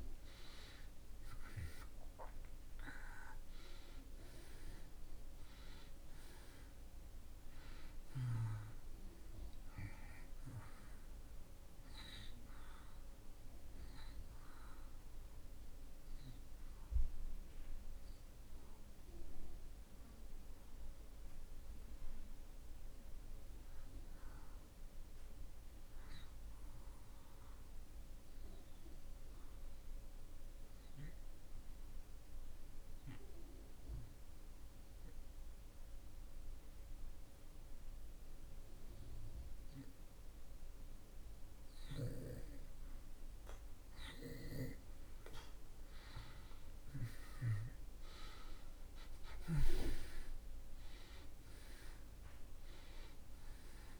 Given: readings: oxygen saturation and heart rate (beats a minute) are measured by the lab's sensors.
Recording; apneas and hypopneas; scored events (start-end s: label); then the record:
breathing in sleep by a room microphone; 1
0.50-29.50 s: oxygen desaturation (device-marked, oxygen 95% before, 77% lowest)
27.50-43.00 s: obstructive apnea (oxygen 93% before, 77% lowest)
41.50-54.00 s: oxygen desaturation (device-marked, oxygen 96% before, 77% lowest)
44.50-50.00 s: arousal
From the record:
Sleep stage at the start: N2 (light sleep); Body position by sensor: on the back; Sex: male